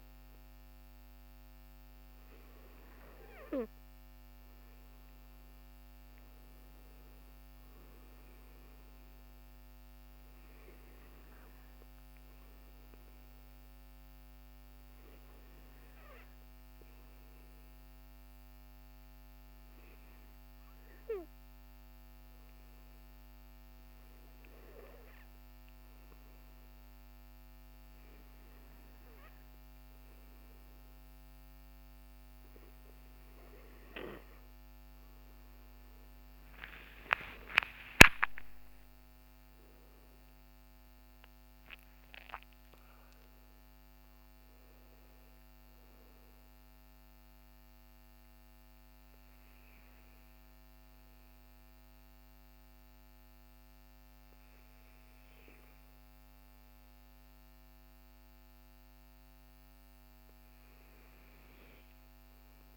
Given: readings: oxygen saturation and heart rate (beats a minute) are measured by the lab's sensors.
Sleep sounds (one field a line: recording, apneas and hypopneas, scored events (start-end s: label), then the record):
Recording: breathing in sleep by a microphone on the trachea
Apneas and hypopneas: 1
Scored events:
6.50-10.00 s: arousal
14.00-30.50 s: hypopnea (oxygen 97% before, 94% lowest, heart rate 60 before, 46 extreme, up 41 after)
36.00-41.50 s: arousal
From the record:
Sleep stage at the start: N2 (light sleep)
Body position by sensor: on the back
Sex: male